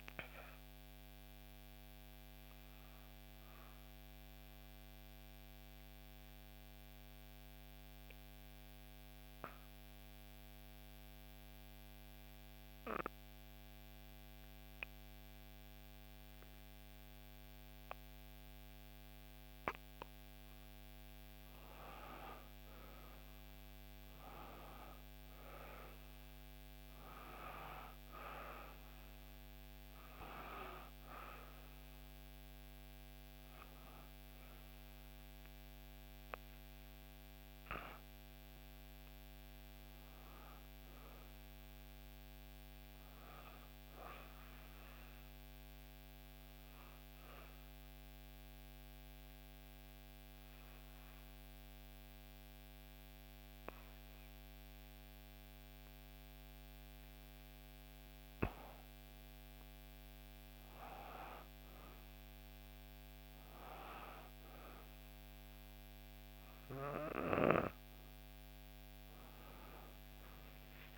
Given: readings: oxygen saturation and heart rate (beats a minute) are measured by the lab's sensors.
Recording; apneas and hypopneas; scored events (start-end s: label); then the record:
breathing in sleep by a microphone on the trachea; 2
0.00-6.50 s: oxygen desaturation (device-marked, oxygen 89% lowest, heart rate 59 extreme)
4.00-20.00 s: obstructive apnea (oxygen 95% before, 90% lowest, heart rate 64 before, 59 extreme, up 5 after)
18.50-44.50 s: oxygen desaturation (device-marked, oxygen 98% before, 90% lowest, heart rate 63 before, 59 extreme)
22.00-26.50 s: arousal
43.50-58.50 s: obstructive apnea (oxygen 98% before, 92% lowest, heart rate 61 before, 59 extreme, up 4 after)
59.50-64.00 s: arousal
65.50-70.98 s: oxygen desaturation (device-marked, oxygen 97% before, 93% lowest, heart rate 61 before, 58 extreme)
From the record:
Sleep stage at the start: N2 (light sleep); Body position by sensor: on the back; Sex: female